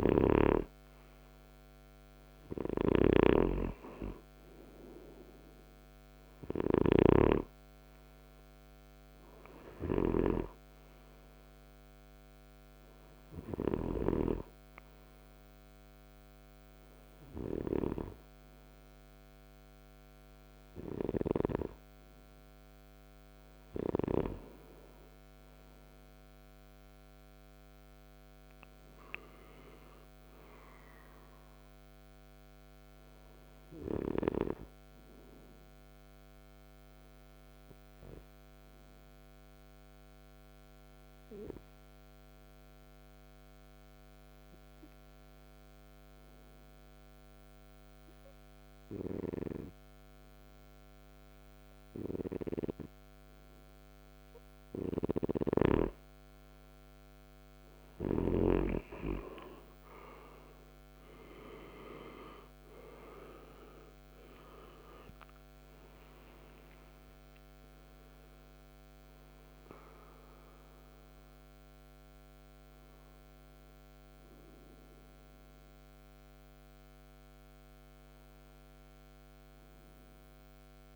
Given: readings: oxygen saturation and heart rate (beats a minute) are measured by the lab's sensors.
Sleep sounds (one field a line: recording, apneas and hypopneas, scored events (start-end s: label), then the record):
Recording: breathing in sleep by a microphone on the trachea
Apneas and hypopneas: 1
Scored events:
0.00-21.50 s: oxygen desaturation (device-marked, oxygen 91% lowest, heart rate 55 extreme)
1.50-6.00 s: snoring (device-marked)
30.00-34.00 s: arousal
36.00-55.00 s: hypopnea (oxygen 95% before, 92% lowest, heart rate 60 before, 54 extreme, up 18 after)
62.50-67.00 s: arousal
62.50-80.96 s: oxygen desaturation (device-marked, oxygen 96% before, 92% lowest, heart rate 60 before, 53 extreme)
From the record:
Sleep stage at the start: N2 (light sleep)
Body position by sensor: on the right side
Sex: male